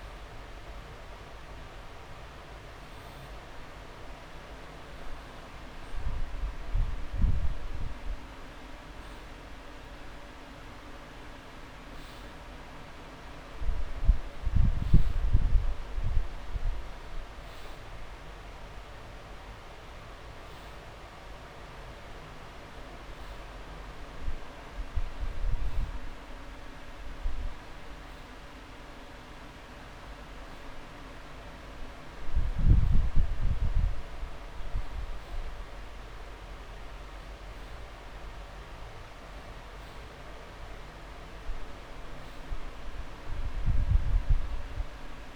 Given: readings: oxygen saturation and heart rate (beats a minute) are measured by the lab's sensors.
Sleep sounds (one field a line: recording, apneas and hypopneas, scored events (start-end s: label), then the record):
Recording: breathing in sleep, hard to hear, by a room microphone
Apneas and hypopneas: none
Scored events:
10.00-12.00 s: long interval between heartbeats (device-marked)
From the record:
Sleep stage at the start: N2 (light sleep)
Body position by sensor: on the back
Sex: male